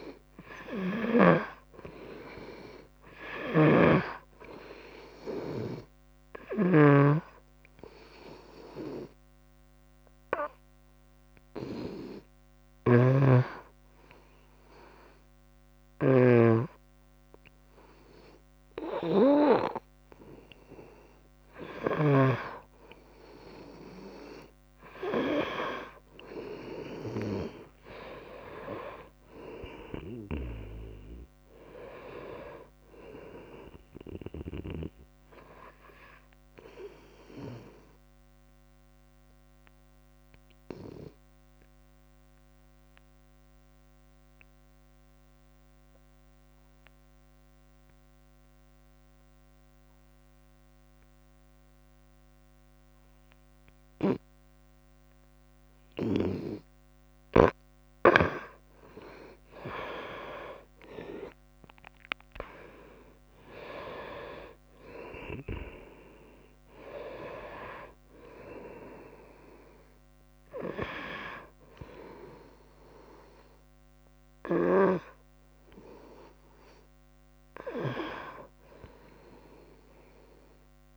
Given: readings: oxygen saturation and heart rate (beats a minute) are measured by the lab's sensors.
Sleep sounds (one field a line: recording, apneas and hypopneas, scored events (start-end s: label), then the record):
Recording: breathing in sleep by a microphone on the trachea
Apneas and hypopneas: 2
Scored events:
0.00-1.50 s: snoring (device-marked)
0.00-15.00 s: oxygen desaturation (device-marked, oxygen 96% before, 88% lowest, heart rate 72 before, 69 extreme)
3.50-7.00 s: snoring (device-marked)
7.50-21.50 s: hypopnea (oxygen 96% before, 88% lowest, heart rate 73 before, 67 extreme, up 22 after)
13.00-22.50 s: snoring (device-marked)
26.00-30.50 s: arousal
27.50-29.50 s: long interval between heartbeats (device-marked, heart rate 71 before, 80 extreme)
39.50-57.50 s: obstructive apnea (oxygen 95% before, 88% lowest, heart rate 78 before, 66 extreme, up 7 after)
59.00-64.00 s: arousal
60.00-80.97 s: oxygen desaturation (device-marked, oxygen 97% before, 88% lowest, heart rate 69 before, 66 extreme)
From the record:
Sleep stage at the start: N2 (light sleep)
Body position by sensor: on the front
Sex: female